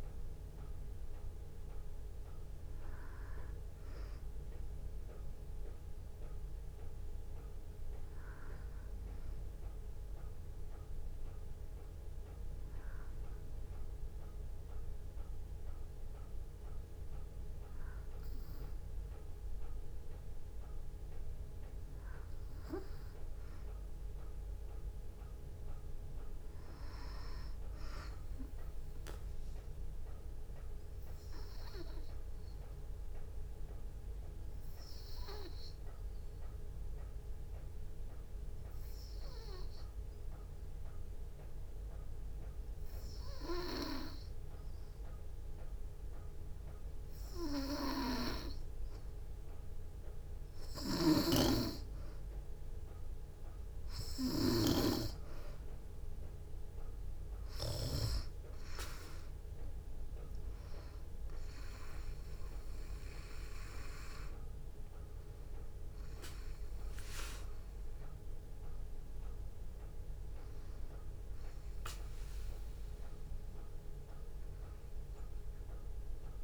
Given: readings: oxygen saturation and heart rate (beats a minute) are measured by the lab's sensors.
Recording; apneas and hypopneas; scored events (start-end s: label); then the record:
breathing in sleep by a room microphone; 2
4.50-20.00 s: hypopnea (oxygen 96% before, 89% lowest, heart rate 59 before, 57 extreme, up 2 after)
23.00-27.00 s: arousal
29.50-49.00 s: obstructive apnea (oxygen 96% before, 89% lowest, heart rate 57 before, 57 extreme, up 2 after)
50.50-58.00 s: snoring (device-marked)
52.50-56.00 s: arousal
57.50-76.44 s: oxygen desaturation (device-marked, oxygen 94% before, 89% lowest, heart rate 58 before, 58 extreme)
From the record:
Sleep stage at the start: N2 (light sleep); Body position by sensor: on the back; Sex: female